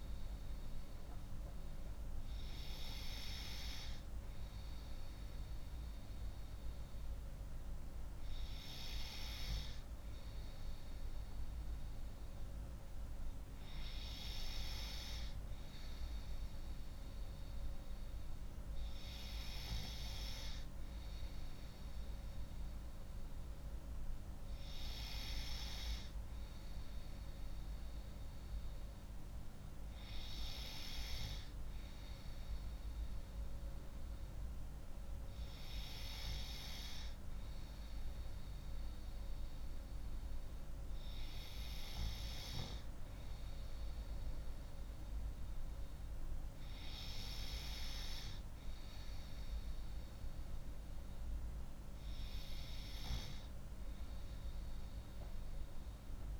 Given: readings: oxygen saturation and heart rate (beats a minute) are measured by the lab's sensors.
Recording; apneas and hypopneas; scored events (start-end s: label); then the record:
breathing in sleep by a room microphone; none
none scored
From the record:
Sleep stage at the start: N3 (deep sleep); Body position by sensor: on the left side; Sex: female